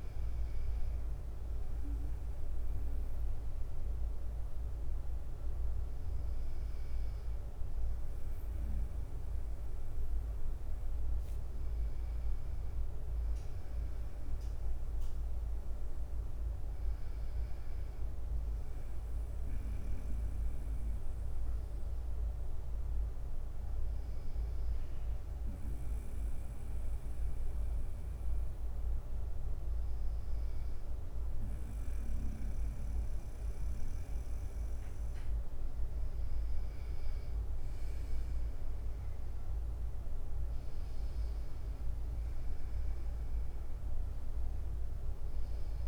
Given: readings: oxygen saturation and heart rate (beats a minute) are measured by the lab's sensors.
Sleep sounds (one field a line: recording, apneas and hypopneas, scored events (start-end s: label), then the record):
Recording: breathing in sleep, hard to hear, by a room microphone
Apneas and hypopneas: none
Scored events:
0.00-37.50 s: bradycardia (device-marked, heart rate 55 extreme)
40.50-45.88 s: bradycardia (device-marked, heart rate 61 before, 53 extreme)
42.50-45.88 s: arousal
From the record:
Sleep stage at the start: N2 (light sleep)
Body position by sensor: on the right side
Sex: male